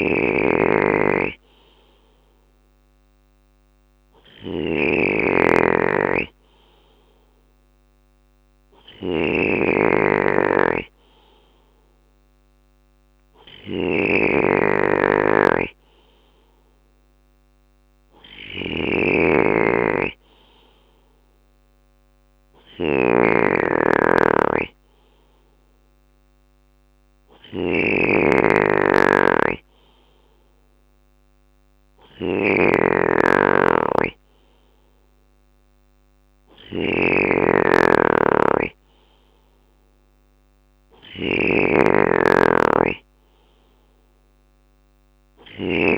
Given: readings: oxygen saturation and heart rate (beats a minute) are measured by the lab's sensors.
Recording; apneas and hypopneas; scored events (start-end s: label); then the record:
breathing in sleep by a microphone on the trachea; none
0.00-45.98 s: snoring (device-marked)
6.50-18.50 s: bradycardia (device-marked, heart rate 52 before, 57 extreme)
20.50-23.50 s: bradycardia (device-marked, heart rate 52 before, 59 extreme)
24.50-37.50 s: bradycardia (device-marked, heart rate 52 before, 59 extreme)
38.50-45.98 s: bradycardia (device-marked, heart rate 52 before, 58 extreme)
From the record:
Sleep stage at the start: N2 (light sleep); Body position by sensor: on the left side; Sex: male